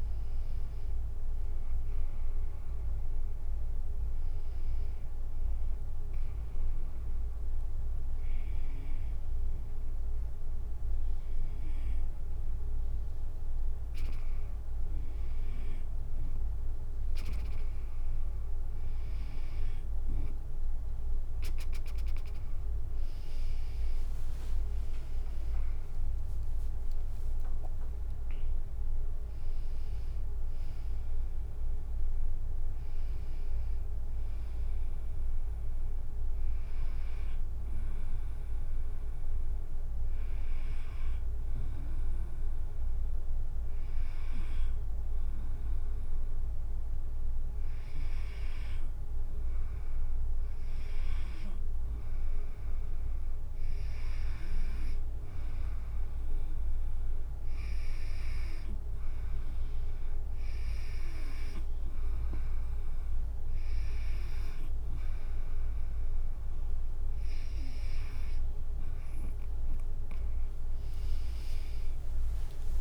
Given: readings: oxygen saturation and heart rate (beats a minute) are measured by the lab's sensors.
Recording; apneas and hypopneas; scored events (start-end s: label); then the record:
breathing in sleep, hard to hear, by a room microphone; 1
0.00-3.50 s: drop in pulse transit time (device-marked, heart rate 75 extreme)
4.00-16.50 s: hypopnea (oxygen 97% before, 94% lowest, heart rate 85 before, 68 extreme, up 9 after)
19.00-24.50 s: arousal
22.50-29.50 s: tachycardia (device-marked, heart rate 77 before, 130 extreme)
23.50-35.50 s: drop in pulse transit time (device-marked, heart rate 72 before, 78 extreme)
52.50-62.50 s: drop in pulse transit time (device-marked, heart rate 73 before, 71 extreme)
69.50-72.81 s: tachycardia (device-marked, heart rate 77 before, 174 extreme)
From the record:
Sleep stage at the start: N2 (light sleep); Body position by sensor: on the back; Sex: female